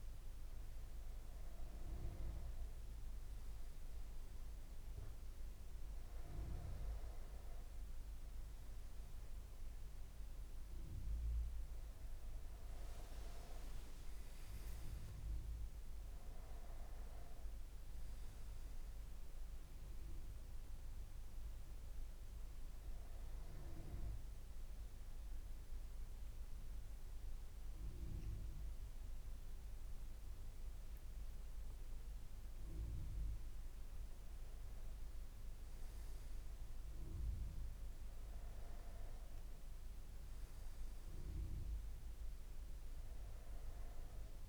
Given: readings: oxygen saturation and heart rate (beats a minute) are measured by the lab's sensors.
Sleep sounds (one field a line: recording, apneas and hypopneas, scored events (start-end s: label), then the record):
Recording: a person awake in a sleep study, hard to hear, by a room microphone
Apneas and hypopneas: none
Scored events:
5.00-35.00 s: new sleep stage, awake
12.00-15.00 s: leg movement (device-marked)
35.00-44.49 s: new sleep stage, N1 (lightest sleep)
From the record:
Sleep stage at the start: N1 (lightest sleep)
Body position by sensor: on the back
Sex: male